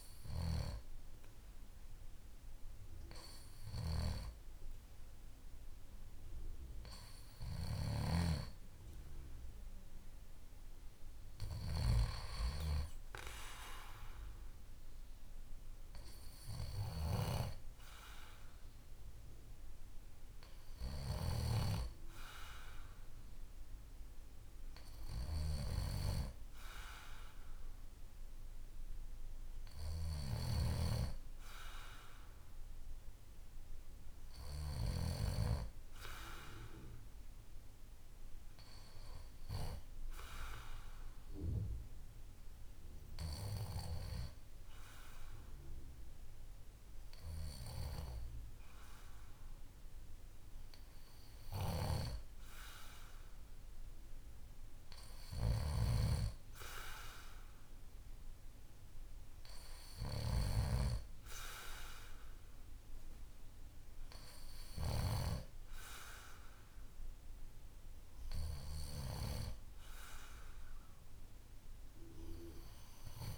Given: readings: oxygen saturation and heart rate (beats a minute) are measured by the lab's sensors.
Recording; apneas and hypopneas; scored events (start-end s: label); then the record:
breathing in sleep by a room microphone; 1
41.50-53.50 s: hypopnea (oxygen 95% before, 94% lowest, heart rate 56 before, 54 extreme, up 2 after)
55.50-58.50 s: arousal
From the record:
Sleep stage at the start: N2 (light sleep); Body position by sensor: on the back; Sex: male